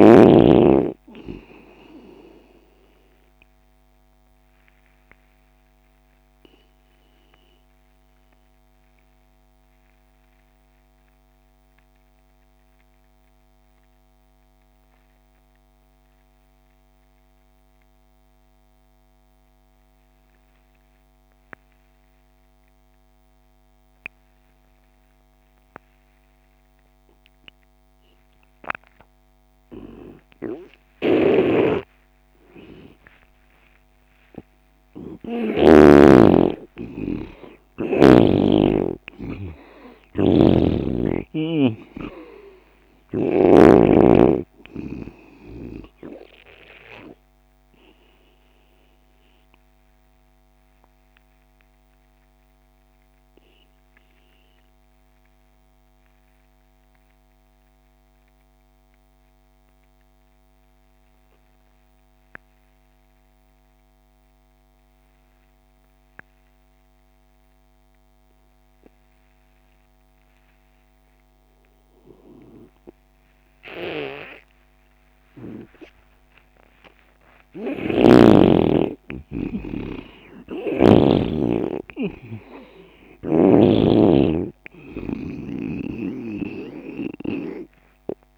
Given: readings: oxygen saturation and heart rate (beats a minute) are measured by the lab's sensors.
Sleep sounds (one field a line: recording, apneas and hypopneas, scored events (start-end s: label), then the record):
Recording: breathing in sleep by a microphone on the trachea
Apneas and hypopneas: 2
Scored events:
0.00-19.00 s: oxygen desaturation (device-marked, oxygen 95% before, 85% lowest)
4.00-29.00 s: obstructive apnea (oxygen 96% before, 84% lowest)
31.00-36.00 s: snoring (device-marked)
33.50-37.50 s: arousal
37.00-63.00 s: oxygen desaturation (device-marked, oxygen 97% before, 84% lowest)
51.00-77.00 s: obstructive apnea (oxygen 97% before, 84% lowest)
77.50-81.00 s: snoring (device-marked)
78.00-81.00 s: arousal
81.00-88.38 s: oxygen desaturation (device-marked, oxygen 96% before, 84% lowest)
From the record:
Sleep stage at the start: N2 (light sleep)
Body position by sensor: on the left side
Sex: male